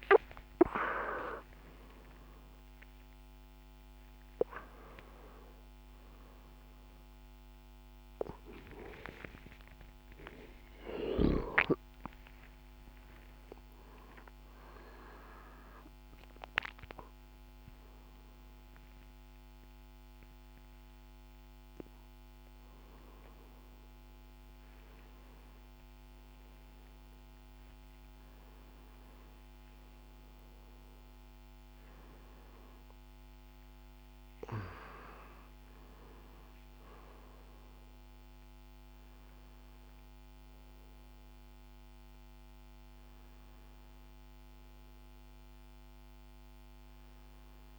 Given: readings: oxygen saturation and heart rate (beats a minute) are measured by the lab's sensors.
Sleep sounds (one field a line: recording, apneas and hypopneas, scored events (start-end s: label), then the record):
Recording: a person awake in a sleep study, by a microphone on the trachea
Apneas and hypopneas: none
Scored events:
none scored
From the record:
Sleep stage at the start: awake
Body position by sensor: on the back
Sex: male